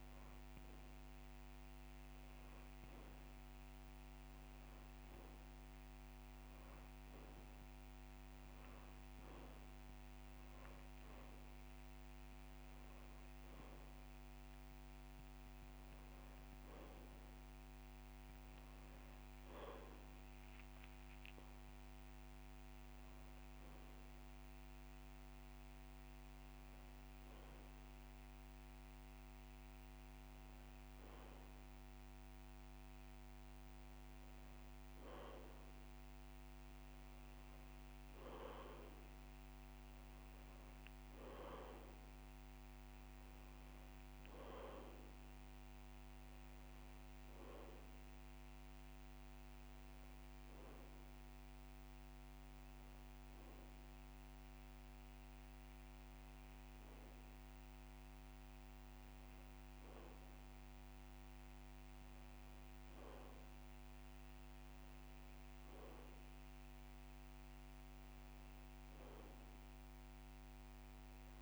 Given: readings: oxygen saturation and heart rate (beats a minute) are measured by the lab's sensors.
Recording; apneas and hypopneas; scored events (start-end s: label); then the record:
breathing in sleep, hard to hear, by a microphone on the trachea; none
5.50-7.50 s: long interval between heartbeats (device-marked)
16.50-18.50 s: long interval between heartbeats (device-marked)
22.50-24.50 s: long interval between heartbeats (device-marked)
24.00-28.00 s: drop in pulse transit time (device-marked)
27.50-29.50 s: long interval between heartbeats (device-marked)
33.00-35.00 s: long interval between heartbeats (device-marked)
45.00-47.00 s: long interval between heartbeats (device-marked)
52.00-54.00 s: long interval between heartbeats (device-marked)
61.00-63.00 s: long interval between heartbeats (device-marked)
66.50-68.50 s: long interval between heartbeats (device-marked)
From the record:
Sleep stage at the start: N2 (light sleep); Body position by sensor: on the back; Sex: male